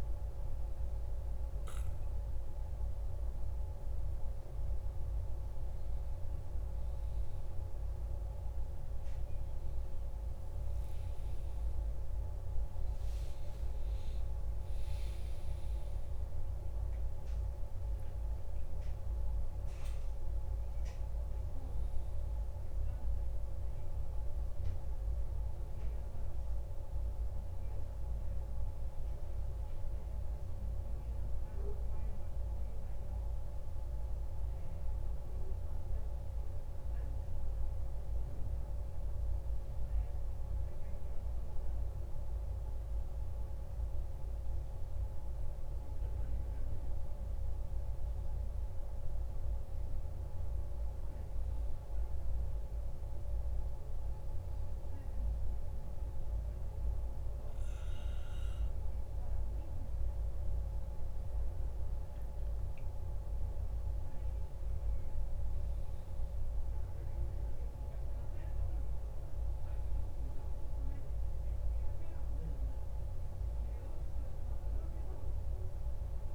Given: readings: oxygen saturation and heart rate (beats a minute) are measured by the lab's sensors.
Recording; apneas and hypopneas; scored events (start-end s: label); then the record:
breathing in sleep, hard to hear, by a room microphone; 2
14.00-18.00 s: arousal
28.00-39.00 s: hypopnea (oxygen 96% before, 94% lowest, heart rate 56 before, 50 extreme, up 9 after)
42.00-46.50 s: arousal
53.50-64.50 s: hypopnea (oxygen 97% before, 94% lowest, heart rate 55 before, 50 extreme, up 5 after)
66.00-69.50 s: arousal
From the record:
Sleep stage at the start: N2 (light sleep); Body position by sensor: on the back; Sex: male